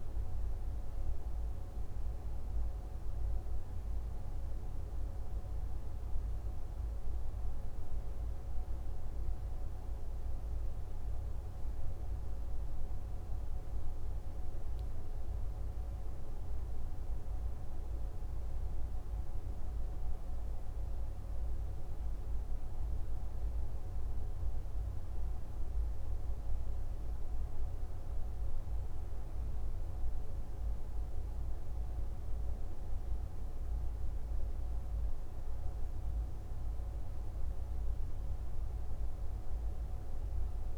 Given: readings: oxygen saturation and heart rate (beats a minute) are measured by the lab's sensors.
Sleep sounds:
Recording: breathing in sleep, hard to hear, by a room microphone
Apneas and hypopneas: none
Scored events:
none scored
From the record:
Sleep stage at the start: N2 (light sleep)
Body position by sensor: on the left side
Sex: male

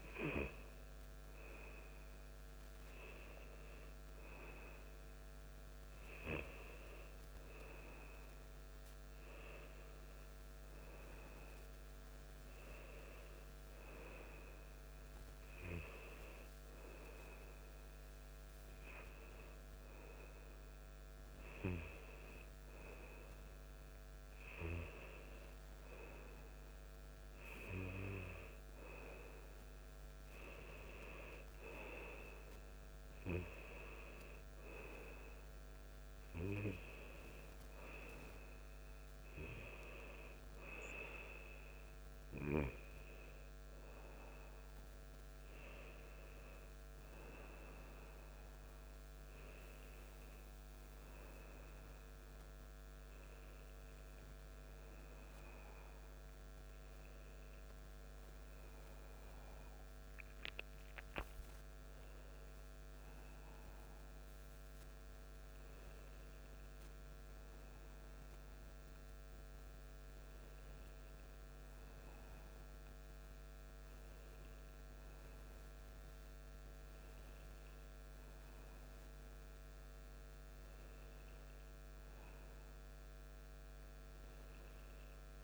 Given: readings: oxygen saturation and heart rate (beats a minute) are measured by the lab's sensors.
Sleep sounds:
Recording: a person awake in a sleep study, by a microphone on the trachea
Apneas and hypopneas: none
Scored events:
none scored
From the record:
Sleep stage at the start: awake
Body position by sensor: on the back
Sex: male

